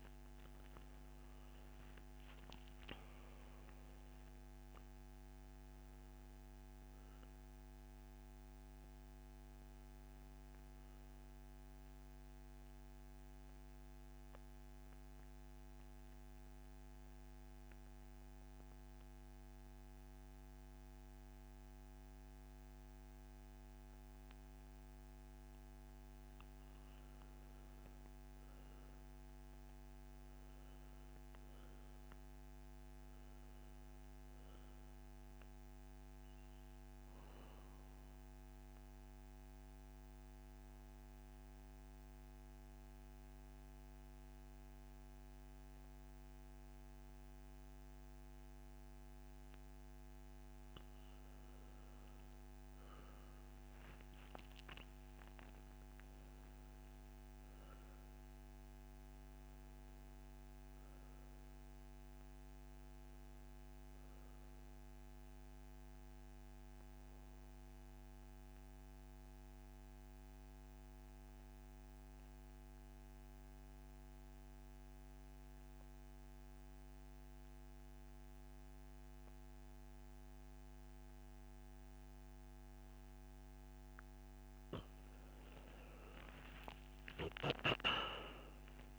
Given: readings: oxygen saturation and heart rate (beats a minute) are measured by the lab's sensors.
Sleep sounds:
breathing in sleep, hard to hear, by a microphone on the trachea; 3
1.00-5.00 s: arousal
11.00-25.50 s: central apnea (oxygen 98% before, 89% lowest, heart rate 76 before, 63 extreme, up 10 after)
29.00-33.00 s: arousal
32.00-43.00 s: oxygen desaturation (device-marked, oxygen 97% before, 91% lowest, heart rate 69 before, 67 extreme)
38.00-51.00 s: obstructive apnea (oxygen 97% before, 83% lowest, heart rate 68 before, 67 extreme, up 9 after)
53.00-71.00 s: oxygen desaturation (device-marked, oxygen 96% before, 89% lowest, heart rate 70 before, 62 extreme)
53.50-57.00 s: arousal
66.50-84.50 s: obstructive apnea (oxygen 96% before, 83% lowest, heart rate 73 before, 62 extreme, up 6 after)
85.00-88.99 s: oxygen desaturation (device-marked, oxygen 97% before, 83% lowest, heart rate 69 before, 60 extreme)
86.50-88.99 s: arousal
From the record:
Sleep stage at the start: N2 (light sleep); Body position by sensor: on the back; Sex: male

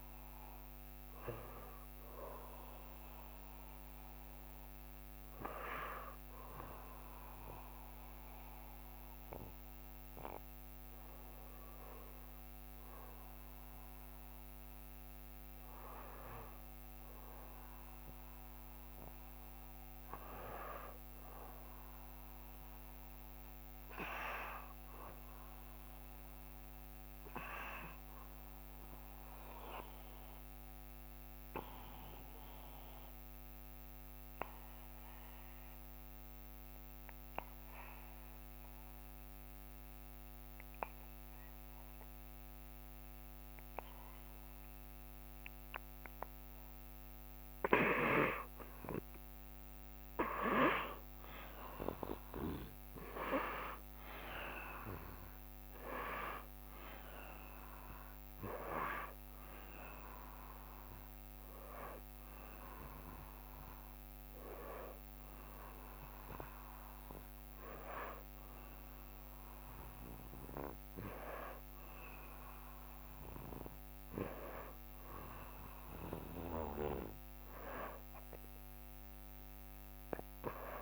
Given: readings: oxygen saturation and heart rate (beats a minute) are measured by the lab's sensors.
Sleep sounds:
breathing in sleep by a microphone on the trachea; 1
0.00-13.50 s: oxygen desaturation (device-marked, oxygen 86% lowest, heart rate 67 extreme)
6.50-46.50 s: obstructive apnea (oxygen 93% before, 86% lowest, heart rate 69 before, 67 extreme, up 2 after)
46.50-70.50 s: oxygen desaturation (device-marked, oxygen 94% before, 86% lowest, heart rate 68 before, 67 extreme)
48.50-53.00 s: arousal
From the record:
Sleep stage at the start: N2 (light sleep); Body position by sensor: on the back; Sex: male

